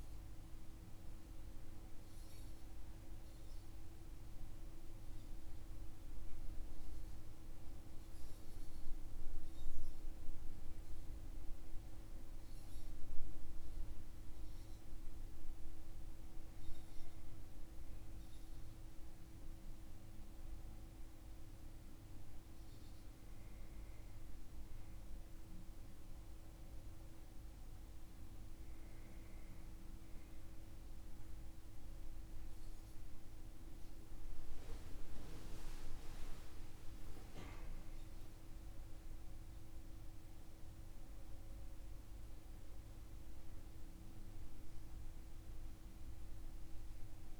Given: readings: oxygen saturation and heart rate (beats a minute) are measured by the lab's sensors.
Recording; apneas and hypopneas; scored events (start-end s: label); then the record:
breathing in sleep, hard to hear, by a room microphone; none
none scored
From the record:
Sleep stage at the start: N1 (lightest sleep); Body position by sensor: on the back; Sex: male